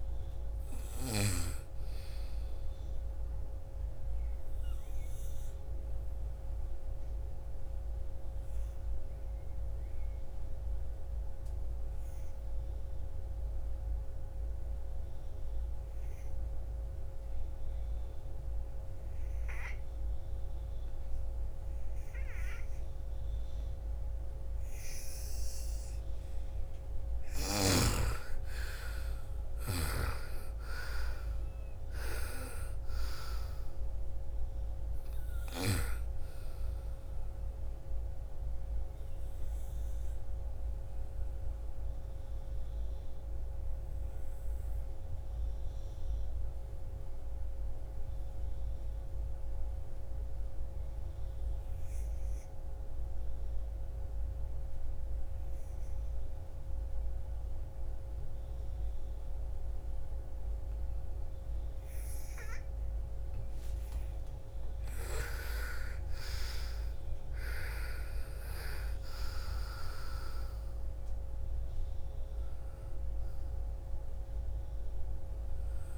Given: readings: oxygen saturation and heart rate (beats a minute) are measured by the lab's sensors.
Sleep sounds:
breathing in sleep by a room microphone; 2
0.00-11.00 s: oxygen desaturation (device-marked, oxygen 94% before, 91% lowest, heart rate 64 before, 56 extreme)
3.00-26.50 s: obstructive apnea (oxygen 99% before, 83% lowest, heart rate 64 before, 56 extreme, up 17 after)
25.00-48.00 s: oxygen desaturation (device-marked, oxygen 98% before, 84% lowest, heart rate 59 before, 55 extreme)
28.00-32.00 s: arousal
37.50-63.50 s: obstructive apnea (oxygen 98% before, 82% lowest, heart rate 63 before, 55 extreme, up 17 after)
62.00-75.98 s: oxygen desaturation (device-marked, oxygen 99% before, 83% lowest, heart rate 56 before, 47 extreme)
64.50-68.50 s: arousal
From the record:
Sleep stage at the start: N2 (light sleep); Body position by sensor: on the right side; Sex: female

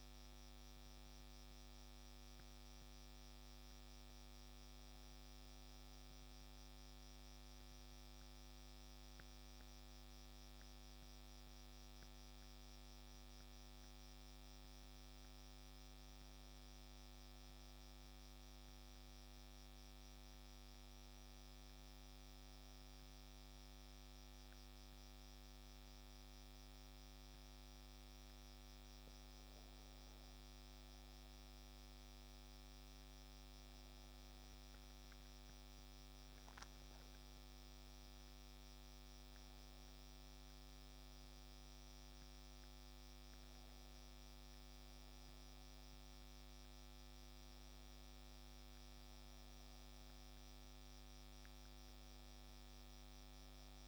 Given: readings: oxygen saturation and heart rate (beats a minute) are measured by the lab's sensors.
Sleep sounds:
a person awake in a sleep study, hard to hear, by a microphone on the trachea; none
none scored
From the record:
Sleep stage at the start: awake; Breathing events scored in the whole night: 249 in 4.6 hours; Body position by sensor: on the back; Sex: male

